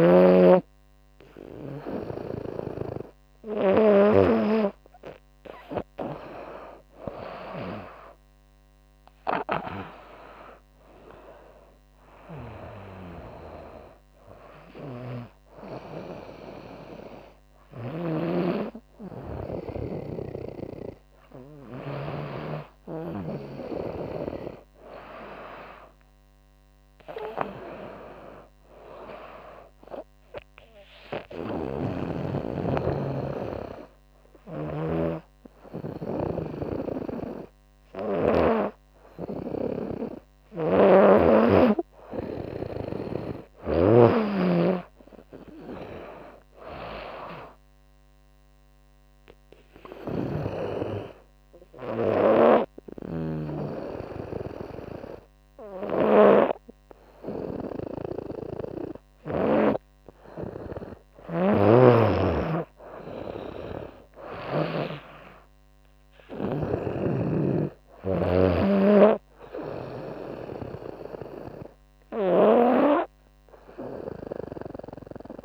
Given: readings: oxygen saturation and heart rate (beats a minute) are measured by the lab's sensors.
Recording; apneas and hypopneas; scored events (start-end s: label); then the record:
breathing in sleep by a microphone on the trachea; 3
0.00-3.50 s: snoring (device-marked)
4.50-8.00 s: arousal
11.00-22.50 s: hypopnea (oxygen 99% before, 96% lowest, heart rate 80 before, 75 extreme, up 6 after)
16.50-21.00 s: snoring (device-marked)
24.50-27.00 s: arousal
30.00-40.50 s: hypopnea (oxygen 98% before, 96% lowest, heart rate 80 before, 73 extreme, up 7 after)
30.50-37.50 s: snoring (device-marked)
39.50-43.00 s: snoring (device-marked)
44.00-47.50 s: arousal
49.00-58.50 s: snoring (device-marked)
49.50-60.00 s: obstructive apnea (oxygen 98% before, 96% lowest, heart rate 78 before, 73 extreme, up 8 after)
60.50-64.00 s: snoring (device-marked)
62.00-65.50 s: arousal
66.00-75.45 s: snoring (device-marked)
From the record:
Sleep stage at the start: N2 (light sleep); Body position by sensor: on the right side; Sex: female